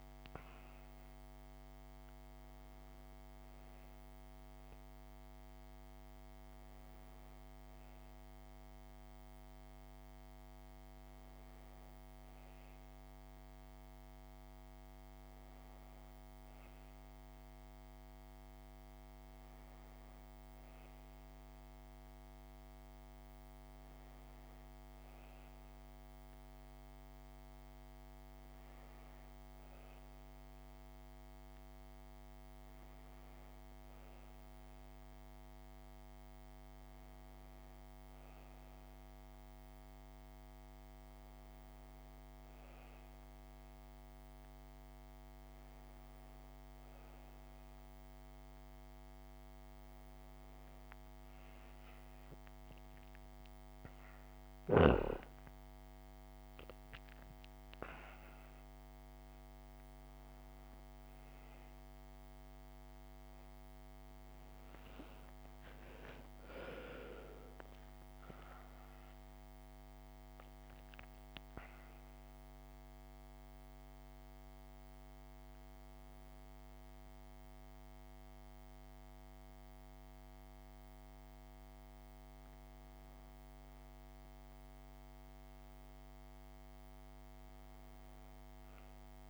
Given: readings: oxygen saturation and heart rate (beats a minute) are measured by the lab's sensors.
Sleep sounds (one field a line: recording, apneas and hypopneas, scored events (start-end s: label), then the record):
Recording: breathing in sleep, hard to hear, by a microphone on the trachea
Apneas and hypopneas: none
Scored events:
65.50-71.00 s: arousal
From the record:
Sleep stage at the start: N1 (lightest sleep)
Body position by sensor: on the back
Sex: female